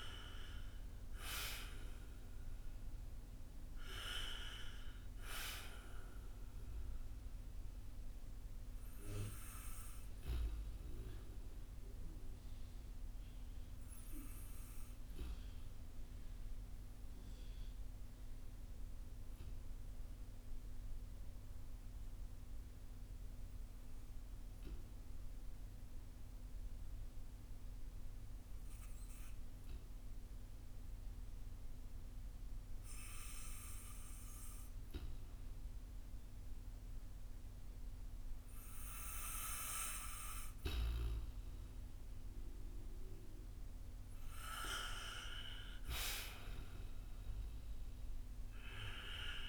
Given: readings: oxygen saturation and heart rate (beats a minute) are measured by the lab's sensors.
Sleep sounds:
breathing in sleep by a room microphone; 1
0.00-2.00 s: arousal
5.00-26.00 s: oxygen desaturation (device-marked, oxygen 94% before, 91% lowest, heart rate 57 before, 50 extreme)
11.50-40.50 s: obstructive apnea (oxygen 96% before, 91% lowest, heart rate 57 before, 50 extreme, up 3 after)
45.00-49.49 s: arousal
From the record:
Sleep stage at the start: N2 (light sleep); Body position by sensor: on the back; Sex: male

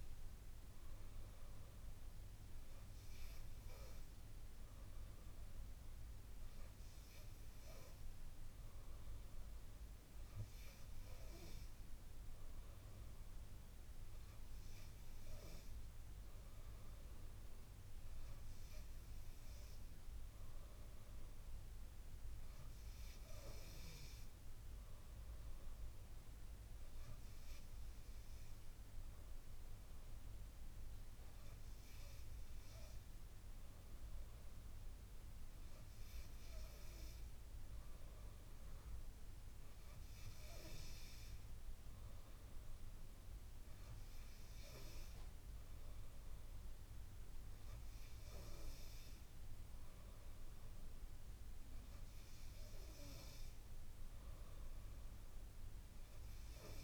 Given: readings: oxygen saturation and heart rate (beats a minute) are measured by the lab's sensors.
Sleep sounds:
breathing in sleep, hard to hear, by a room microphone; none
none scored
From the record:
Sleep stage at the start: N2 (light sleep); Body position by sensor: on the back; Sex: female

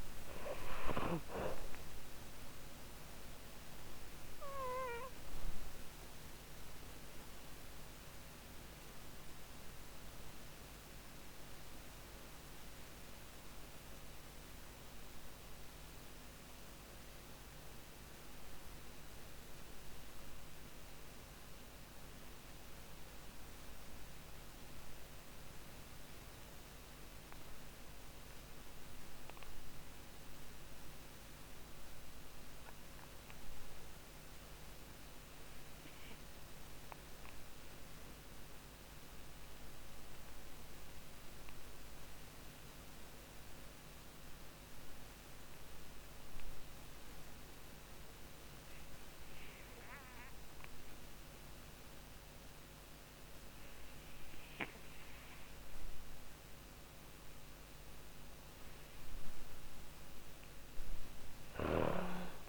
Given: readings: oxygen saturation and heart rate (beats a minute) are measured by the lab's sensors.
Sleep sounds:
breathing in sleep, hard to hear, by a microphone on the trachea; 1
0.00-19.00 s: oxygen desaturation (device-marked, oxygen 74% lowest, heart rate 39 extreme)
3.50-58.00 s: obstructive apnea (oxygen 95% before, 58% lowest, heart rate 61 before, 39 extreme, up 31 after)
26.00-62.48 s: oxygen desaturation (device-marked, oxygen 97% before, 58% lowest, heart rate 53 before, 39 extreme)
59.50-62.48 s: snoring (device-marked)
60.00-62.48 s: arousal
From the record:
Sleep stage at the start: REM sleep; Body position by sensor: on the back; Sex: female

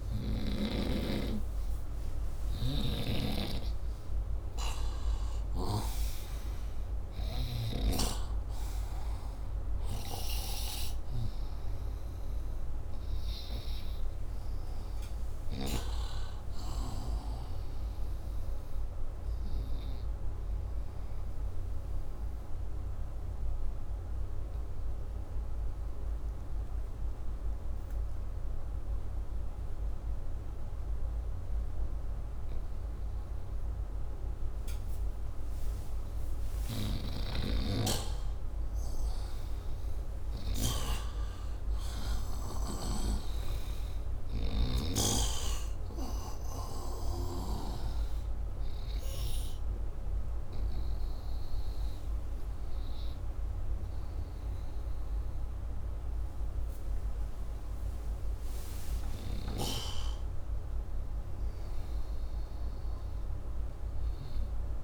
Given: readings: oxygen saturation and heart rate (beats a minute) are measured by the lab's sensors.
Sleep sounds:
breathing in sleep by a room microphone; 1
0.00-1.00 s: snoring (device-marked)
0.50-5.00 s: arousal
21.50-35.50 s: obstructive apnea (oxygen 94% before, 91% lowest, heart rate 71 before, 58 extreme, up 6 after)
37.00-40.50 s: arousal
From the record:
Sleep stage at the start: N2 (light sleep); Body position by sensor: upright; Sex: male

